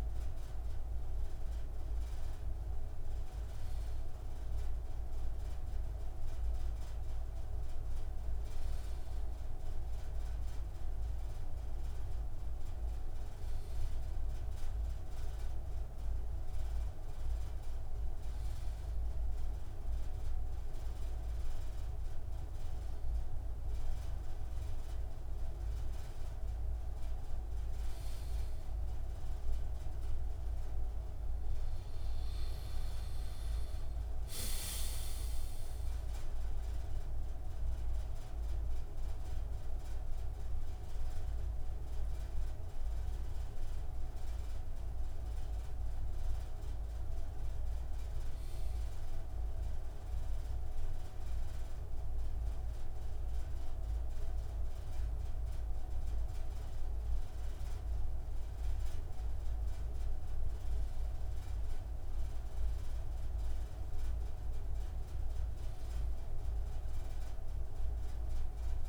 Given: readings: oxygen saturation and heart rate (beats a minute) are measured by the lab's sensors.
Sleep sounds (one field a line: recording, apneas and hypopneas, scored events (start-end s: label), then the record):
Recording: breathing in sleep, hard to hear, by a room microphone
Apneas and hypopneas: none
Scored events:
30.00-34.00 s: arousal
From the record:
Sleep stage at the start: N2 (light sleep)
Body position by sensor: on the left side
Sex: male